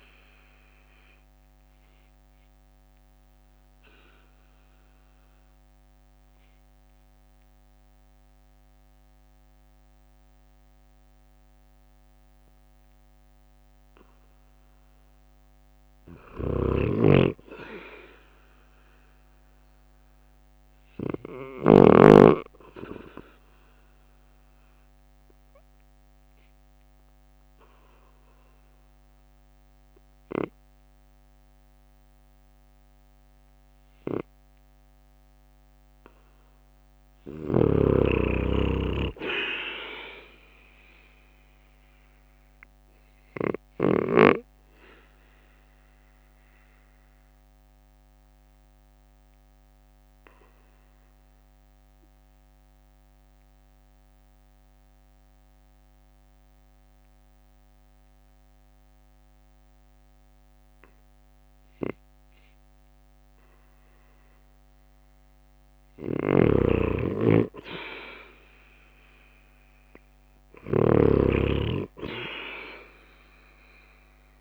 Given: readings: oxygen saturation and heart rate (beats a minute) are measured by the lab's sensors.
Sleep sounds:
breathing in sleep by a microphone on the trachea; 3
0.00-8.50 s: drop in pulse transit time (device-marked, heart rate 49 extreme)
1.00-14.00 s: obstructive apnea (oxygen 98% before, 92% lowest, heart rate 53 before, 47 extreme, up 6 after)
16.00-21.50 s: snoring (device-marked)
16.50-19.50 s: arousal
22.50-31.50 s: drop in pulse transit time (device-marked, heart rate 51 before, 50 extreme)
23.50-36.50 s: oxygen desaturation (device-marked, oxygen 96% before, 92% lowest, heart rate 51 before, 48 extreme)
24.00-35.50 s: obstructive apnea (oxygen 98% before, 92% lowest, heart rate 51 before, 48 extreme, up 8 after)
37.00-39.50 s: arousal
42.50-53.50 s: drop in pulse transit time (device-marked, heart rate 52 before, 49 extreme)
42.50-62.50 s: obstructive apnea (oxygen 97% before, 94% lowest, heart rate 52 before, 48 extreme, up 5 after)
67.00-71.00 s: arousal
68.50-74.41 s: drop in pulse transit time (device-marked, heart rate 50 before, 51 extreme)
From the record:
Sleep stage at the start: N2 (light sleep); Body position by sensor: on the right side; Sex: male

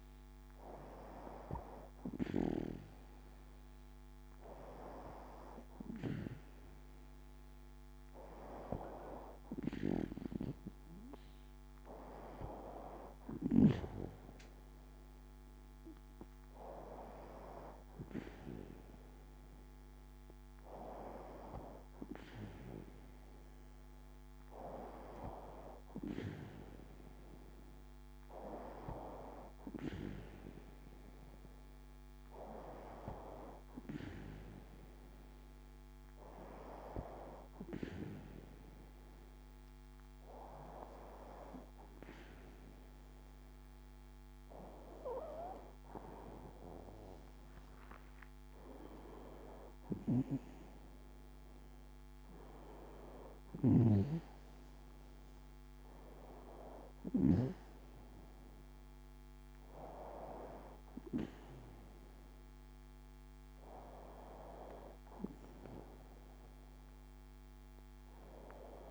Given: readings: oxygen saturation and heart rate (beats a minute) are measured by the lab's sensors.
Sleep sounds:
a person awake in a sleep study, by a microphone on the trachea; none
22.50-68.91 s: new sleep stage, awake
From the record:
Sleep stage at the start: N2 (light sleep); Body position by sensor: on the back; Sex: female

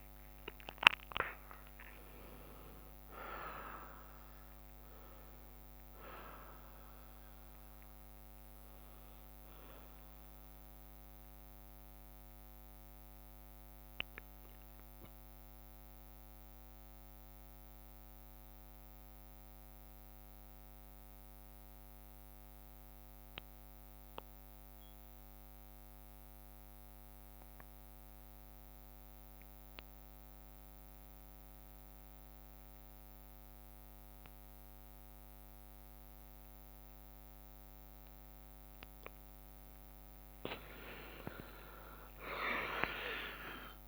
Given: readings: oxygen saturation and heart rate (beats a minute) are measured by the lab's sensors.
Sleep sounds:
breathing in sleep by a microphone on the trachea; 1
0.00-9.50 s: drop in pulse transit time (device-marked, heart rate 63 extreme)
0.00-22.50 s: oxygen desaturation (device-marked, oxygen 92% lowest, heart rate 55 extreme)
8.50-16.50 s: bradycardia (device-marked, heart rate 62 before, 57 extreme)
10.00-37.50 s: mixed apnea (oxygen 98% before, 89% lowest, heart rate 62 before, 55 extreme, up 5 after)
26.50-41.50 s: bradycardia (device-marked, heart rate 62 before, 55 extreme)
36.50-43.88 s: oxygen desaturation (device-marked, oxygen 98% before, 89% lowest, heart rate 60 before, 57 extreme)
41.50-43.88 s: arousal
From the record:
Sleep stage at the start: N2 (light sleep); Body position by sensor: on the back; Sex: female

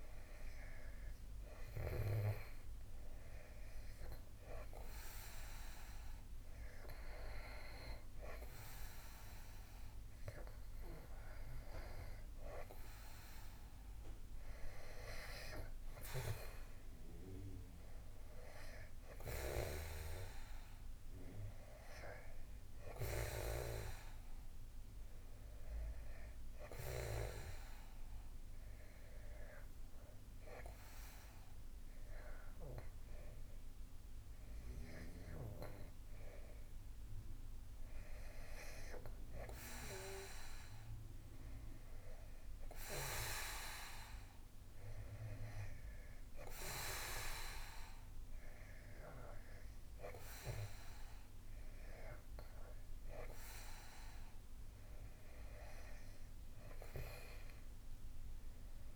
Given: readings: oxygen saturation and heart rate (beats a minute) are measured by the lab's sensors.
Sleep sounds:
breathing in sleep by a room microphone; 2
2.50-12.50 s: hypopnea (oxygen 94% before, 91% lowest, heart rate 82 before, 76 extreme, up 4 after)
14.00-18.00 s: arousal
27.00-37.00 s: hypopnea (oxygen 93% before, 93% lowest, heart rate 86 before, 77 extreme, up 12 after)
38.00-41.50 s: arousal
45.50-57.50 s: oxygen desaturation (device-marked, oxygen 96% before, 93% lowest, heart rate 81 before, 74 extreme)
From the record:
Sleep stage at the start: N2 (light sleep); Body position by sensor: on the back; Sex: male

